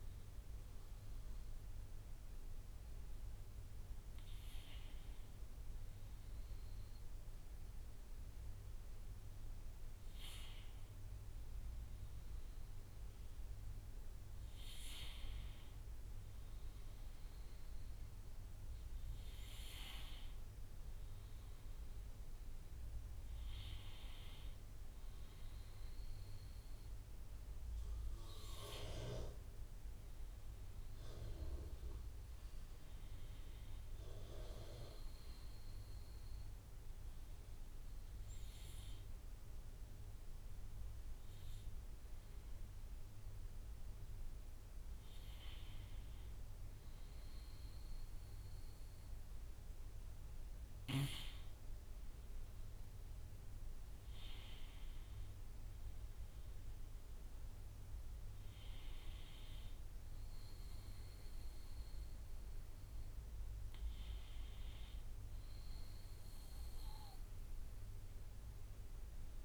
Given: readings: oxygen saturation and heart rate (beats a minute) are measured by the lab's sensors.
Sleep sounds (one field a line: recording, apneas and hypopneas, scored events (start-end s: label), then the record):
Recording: breathing in sleep by a room microphone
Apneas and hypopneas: 1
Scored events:
34.50-45.00 s: hypopnea (oxygen 94% before, 92% lowest)
48.00-51.00 s: arousal
From the record:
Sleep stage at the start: N2 (light sleep)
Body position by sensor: on the right side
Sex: male